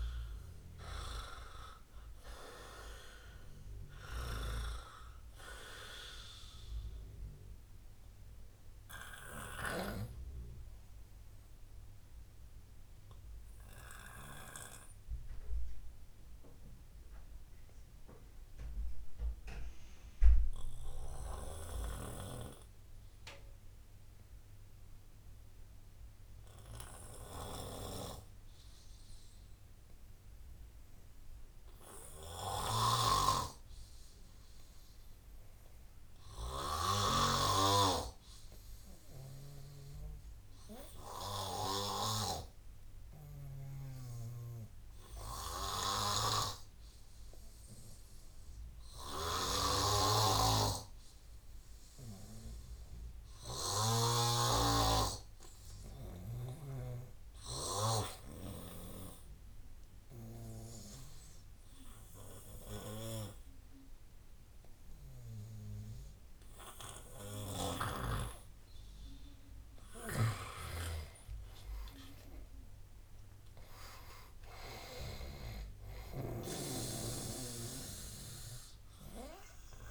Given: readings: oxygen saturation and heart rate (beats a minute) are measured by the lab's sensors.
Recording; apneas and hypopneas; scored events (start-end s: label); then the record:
breathing in sleep by a room microphone; 1
0.00-3.50 s: arousal
0.00-29.00 s: oxygen desaturation (device-marked, oxygen 85% lowest, heart rate 69 extreme)
9.50-68.50 s: obstructive apnea (oxygen 98% before, 85% lowest, heart rate 77 before, 69 extreme, up 10 after)
41.00-56.00 s: oxygen desaturation (device-marked, oxygen 97% before, 89% lowest, heart rate 75 before, 75 extreme)
71.00-74.50 s: arousal
From the record:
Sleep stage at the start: N2 (light sleep); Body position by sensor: on the right side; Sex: male